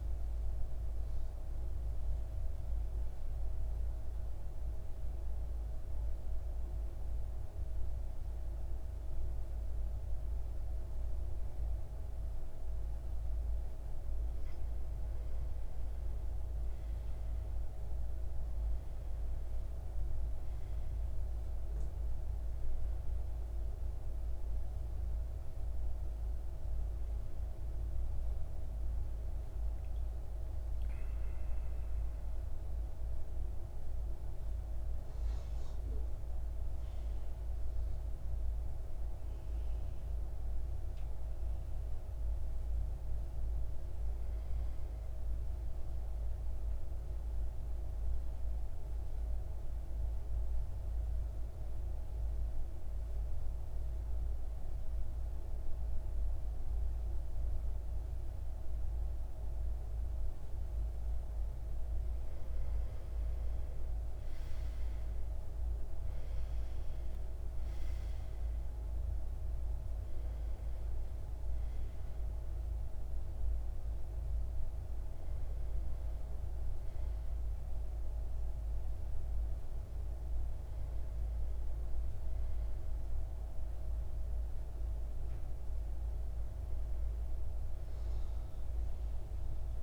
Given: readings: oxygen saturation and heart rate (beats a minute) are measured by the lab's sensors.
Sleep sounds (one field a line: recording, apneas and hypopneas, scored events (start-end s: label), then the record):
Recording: breathing in sleep, hard to hear, by a room microphone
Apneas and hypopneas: 2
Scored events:
3.50-14.00 s: central apnea (oxygen 98% before, 89% lowest, heart rate 66 before, 59 extreme, up 9 after)
14.50-31.50 s: oxygen desaturation (device-marked, oxygen 96% before, 89% lowest, heart rate 62 before, 57 extreme)
15.50-19.00 s: arousal
41.00-45.00 s: arousal
47.00-60.50 s: central apnea (oxygen 98% before, 89% lowest, heart rate 67 before, 57 extreme, up 11 after)
62.50-67.00 s: arousal
66.50-81.50 s: oxygen desaturation (device-marked, oxygen 97% before, 89% lowest, heart rate 60 before, 60 extreme)
From the record:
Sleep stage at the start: N1 (lightest sleep)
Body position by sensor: on the right side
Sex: male